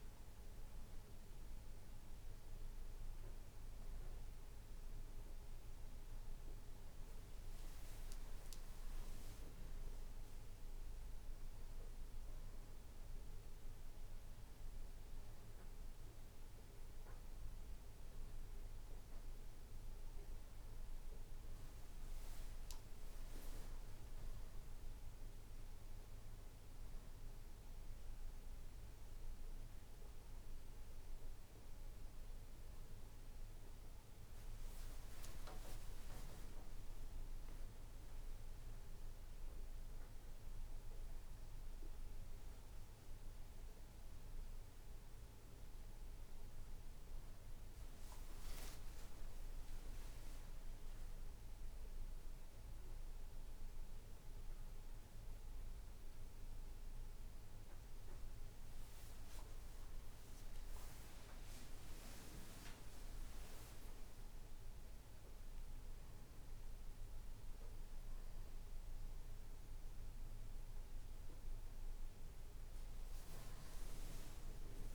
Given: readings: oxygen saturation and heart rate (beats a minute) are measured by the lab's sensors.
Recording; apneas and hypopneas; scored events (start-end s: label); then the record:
breathing in sleep, hard to hear, by a room microphone; none
none scored
From the record:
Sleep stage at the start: N2 (light sleep); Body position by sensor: on the back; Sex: male